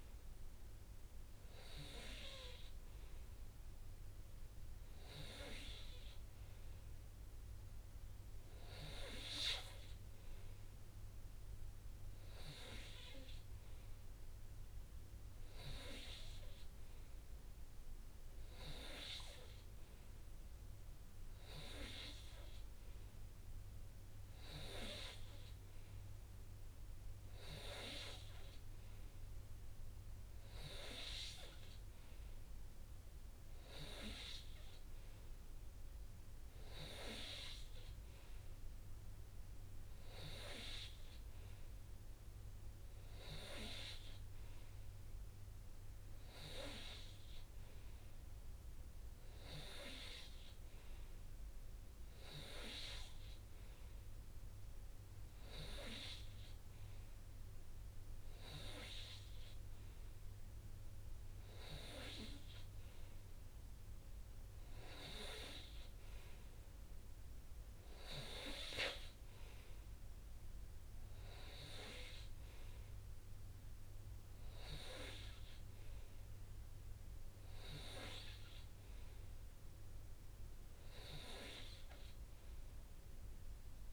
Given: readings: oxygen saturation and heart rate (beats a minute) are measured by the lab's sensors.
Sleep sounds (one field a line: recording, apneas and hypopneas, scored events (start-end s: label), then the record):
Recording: breathing in sleep by a room microphone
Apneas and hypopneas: none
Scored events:
10.50-12.50 s: long interval between heartbeats (device-marked, heart rate 63 before, 73 extreme)
64.50-66.50 s: long interval between heartbeats (device-marked, heart rate 60 before, 68 extreme)
75.00-77.00 s: long interval between heartbeats (device-marked, heart rate 64 before, 69 extreme)
From the record:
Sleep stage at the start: N3 (deep sleep)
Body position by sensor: on the right side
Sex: male